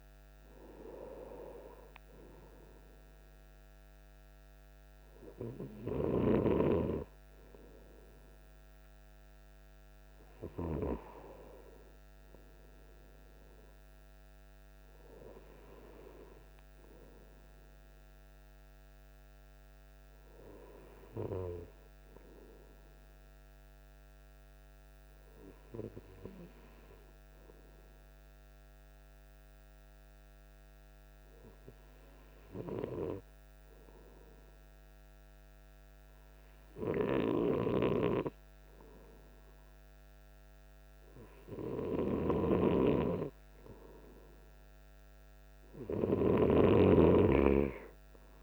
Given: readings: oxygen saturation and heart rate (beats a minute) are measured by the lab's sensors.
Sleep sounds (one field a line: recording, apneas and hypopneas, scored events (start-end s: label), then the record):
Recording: breathing in sleep by a microphone on the trachea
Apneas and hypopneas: 1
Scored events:
23.50-43.50 s: hypopnea (oxygen 98% before, 95% lowest, heart rate 54 before, 51 extreme, up 6 after)
From the record:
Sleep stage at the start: N2 (light sleep)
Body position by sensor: on the right side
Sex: male